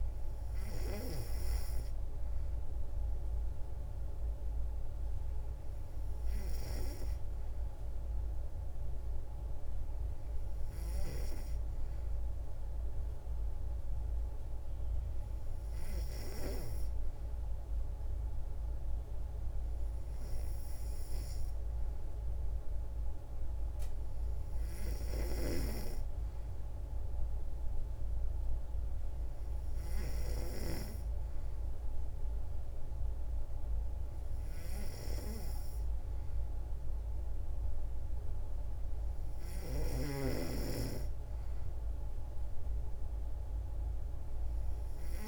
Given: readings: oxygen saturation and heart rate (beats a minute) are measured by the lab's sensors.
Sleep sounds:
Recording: breathing in sleep by a room microphone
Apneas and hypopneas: none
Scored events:
none scored
From the record:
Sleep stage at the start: N3 (deep sleep)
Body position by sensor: on the back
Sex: female

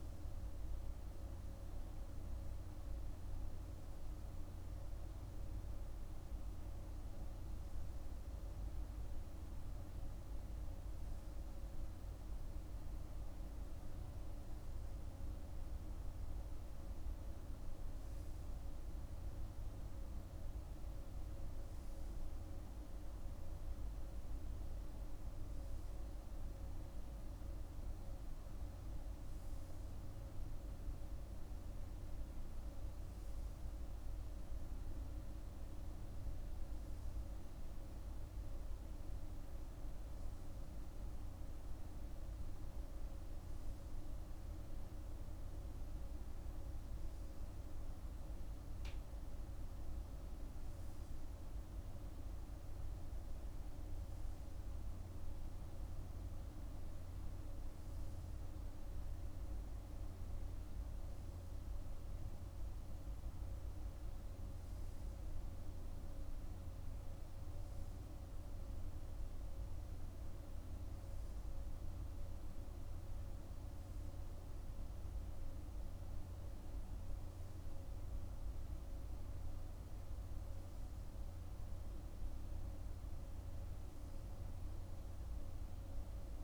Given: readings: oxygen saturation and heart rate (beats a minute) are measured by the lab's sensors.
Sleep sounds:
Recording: breathing in sleep, hard to hear, by a room microphone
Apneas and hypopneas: none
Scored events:
none scored
From the record:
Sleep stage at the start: N3 (deep sleep)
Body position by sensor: on the right side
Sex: male

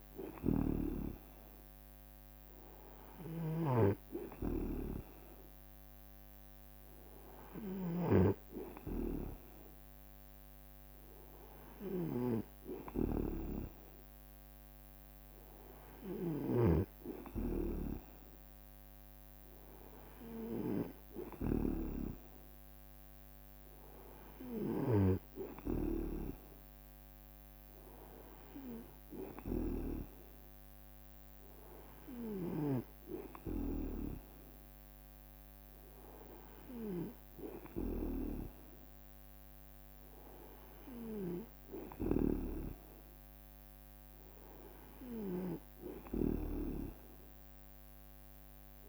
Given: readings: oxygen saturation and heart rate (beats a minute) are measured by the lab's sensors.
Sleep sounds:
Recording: breathing in sleep by a microphone on the trachea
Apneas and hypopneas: none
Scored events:
0.00-8.50 s: snoring (device-marked)
16.50-25.50 s: snoring (device-marked)
25.50-27.50 s: leg movement (device-marked)
42.50-48.88 s: snoring (device-marked)
From the record:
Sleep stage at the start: N2 (light sleep)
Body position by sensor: on the right side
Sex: male

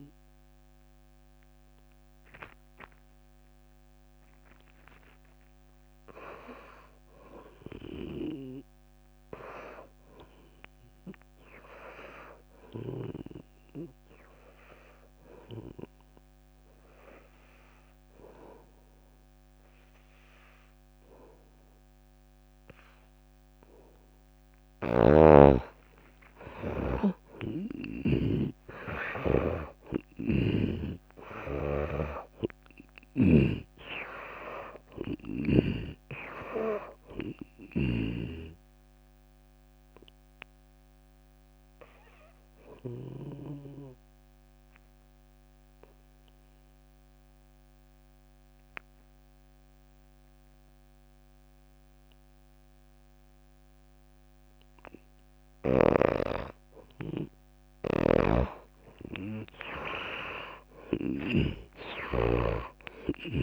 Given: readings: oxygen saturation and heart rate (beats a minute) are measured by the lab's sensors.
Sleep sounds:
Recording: breathing in sleep by a microphone on the trachea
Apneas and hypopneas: 2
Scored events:
0.00-5.50 s: oxygen desaturation (device-marked, oxygen 92% lowest)
14.50-26.00 s: hypopnea (oxygen 97% before, 81% lowest)
23.50-43.50 s: oxygen desaturation (device-marked, oxygen 97% before, 84% lowest)
25.00-28.50 s: snoring (device-marked)
27.50-32.50 s: arousal
30.50-43.50 s: snoring (device-marked)
43.00-45.00 s: long interval between heartbeats (device-marked)
43.50-56.00 s: obstructive apnea (oxygen 97% before, 81% lowest)
58.50-63.43 s: snoring (device-marked)
60.00-63.43 s: arousal
60.50-63.43 s: oxygen desaturation (device-marked, oxygen 97% before, 81% lowest)
From the record:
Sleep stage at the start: N2 (light sleep)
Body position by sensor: on the back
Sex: female

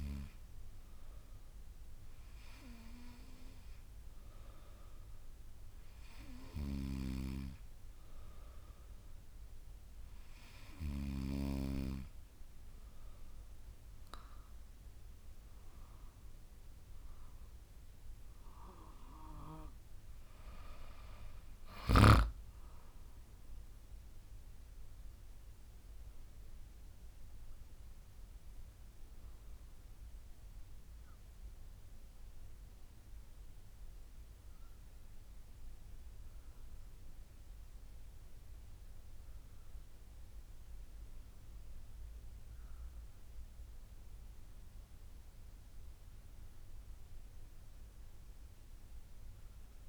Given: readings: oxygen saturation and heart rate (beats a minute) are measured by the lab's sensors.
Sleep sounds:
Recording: breathing in sleep by a room microphone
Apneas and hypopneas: none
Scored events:
none scored
From the record:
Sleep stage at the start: N2 (light sleep)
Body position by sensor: on the back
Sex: female

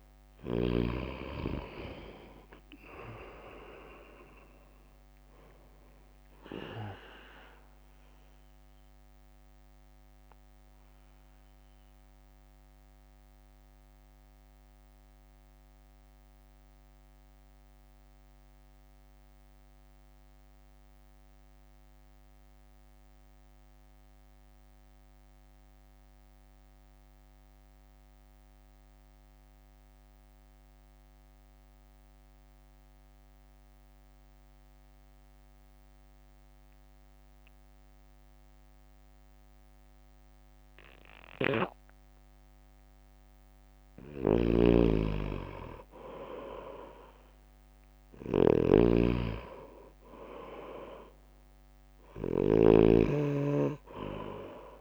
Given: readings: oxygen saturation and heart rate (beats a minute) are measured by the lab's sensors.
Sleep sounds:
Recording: breathing in sleep by a microphone on the trachea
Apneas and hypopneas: 1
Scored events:
0.00-1.00 s: snoring (device-marked)
0.00-2.00 s: arousal
0.00-18.00 s: oxygen desaturation (device-marked, oxygen 98% before, 91% lowest, heart rate 60 before, 50 extreme)
2.00-17.00 s: drop in pulse transit time (device-marked, heart rate 60 before, 50 extreme)
8.50-42.50 s: mixed apnea (oxygen 98% before, 90% lowest, heart rate 58 before, 50 extreme, up 4 after)
44.00-54.81 s: snoring (device-marked)
44.50-48.00 s: arousal
46.00-54.00 s: oxygen desaturation (device-marked, oxygen 99% before, 92% lowest, heart rate 60 before, 50 extreme)
48.00-54.81 s: drop in pulse transit time (device-marked, heart rate 60 before, 50 extreme)
From the record:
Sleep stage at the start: N2 (light sleep)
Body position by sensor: on the right side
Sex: male

